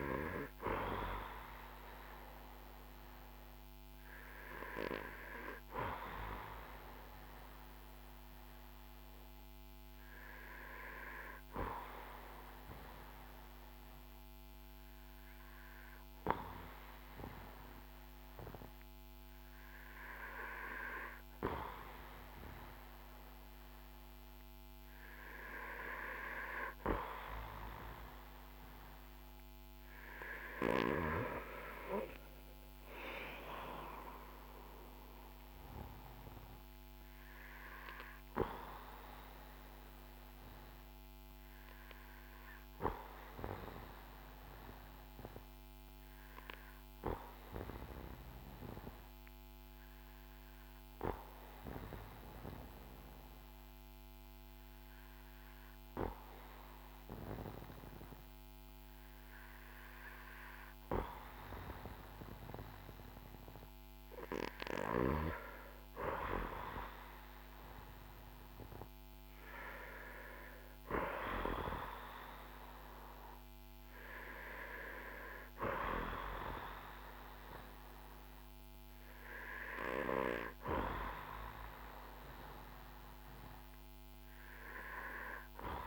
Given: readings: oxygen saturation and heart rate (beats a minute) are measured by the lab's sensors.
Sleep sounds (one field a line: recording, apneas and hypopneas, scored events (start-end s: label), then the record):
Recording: breathing in sleep by a microphone on the trachea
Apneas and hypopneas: 2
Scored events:
6.50-25.50 s: hypopnea (oxygen 95% before, 92% lowest, heart rate 61 before, 52 extreme, up 8 after)
27.00-30.50 s: arousal
41.50-62.00 s: obstructive apnea (oxygen 95% before, 92% lowest, heart rate 60 before, 52 extreme, up 8 after)
66.50-72.00 s: arousal
From the record:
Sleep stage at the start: N2 (light sleep)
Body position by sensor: on the back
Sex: male